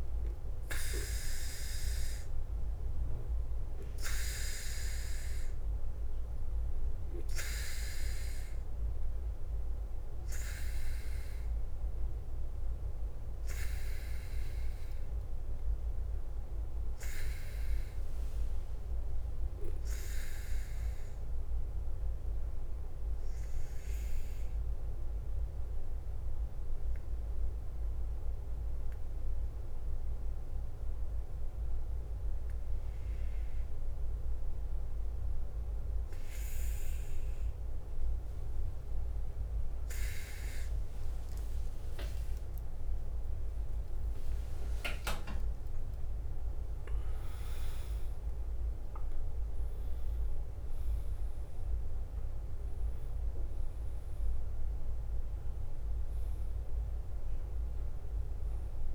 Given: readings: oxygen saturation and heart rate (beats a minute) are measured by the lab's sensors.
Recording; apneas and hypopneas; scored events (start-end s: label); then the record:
breathing in sleep by a room microphone; 1
0.00-58.95 s: bradycardia (device-marked, heart rate 43 extreme)
18.50-31.50 s: oxygen desaturation (device-marked, oxygen 96% before, 92% lowest, heart rate 51 before, 47 extreme)
21.50-37.50 s: obstructive apnea (oxygen 96% before, 92% lowest, heart rate 51 before, 47 extreme, up 6 after)
40.50-44.50 s: arousal
From the record:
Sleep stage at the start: N2 (light sleep); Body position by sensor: on the back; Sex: male